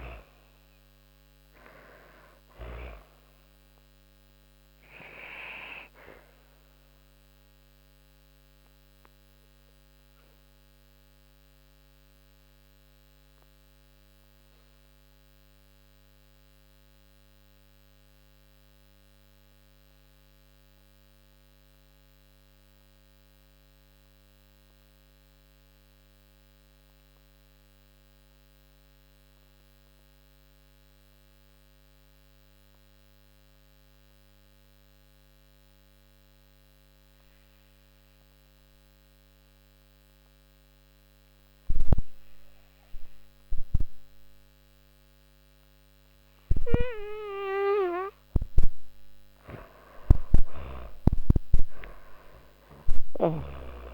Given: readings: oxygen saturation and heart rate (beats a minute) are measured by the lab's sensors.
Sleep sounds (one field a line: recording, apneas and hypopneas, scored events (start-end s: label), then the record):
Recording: breathing in sleep by a microphone on the trachea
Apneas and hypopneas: 1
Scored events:
0.00-1.50 s: snoring (device-marked)
0.00-21.50 s: oxygen desaturation (device-marked, oxygen 81% lowest)
3.00-46.00 s: obstructive apnea (oxygen 98% before, 81% lowest)
36.50-53.94 s: oxygen desaturation (device-marked, oxygen 99% before, 81% lowest)
48.50-53.00 s: arousal
51.50-53.94 s: snoring (device-marked)
From the record:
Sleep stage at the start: N2 (light sleep)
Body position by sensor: on the back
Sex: female